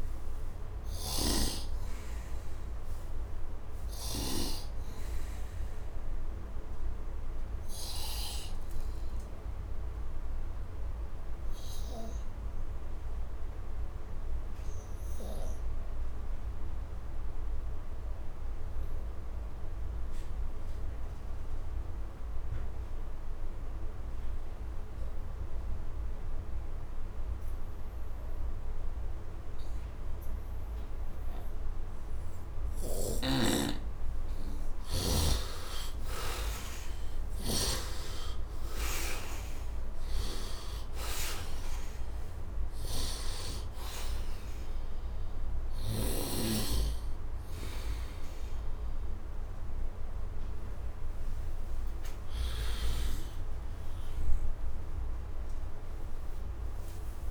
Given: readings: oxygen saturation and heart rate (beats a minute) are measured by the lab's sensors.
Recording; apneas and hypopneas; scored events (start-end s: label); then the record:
breathing in sleep by a room microphone; 1
0.00-4.00 s: snoring (device-marked)
0.00-19.50 s: oxygen desaturation (device-marked, oxygen 74% lowest)
0.00-48.50 s: bradycardia (device-marked)
6.00-33.00 s: obstructive apnea (oxygen 97% before, 73% lowest)
21.50-57.31 s: oxygen desaturation (device-marked, oxygen 100% before, 73% lowest)
35.50-40.50 s: arousal
39.50-46.00 s: snoring (device-marked)
From the record:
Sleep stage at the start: N2 (light sleep); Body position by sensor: on the right side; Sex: male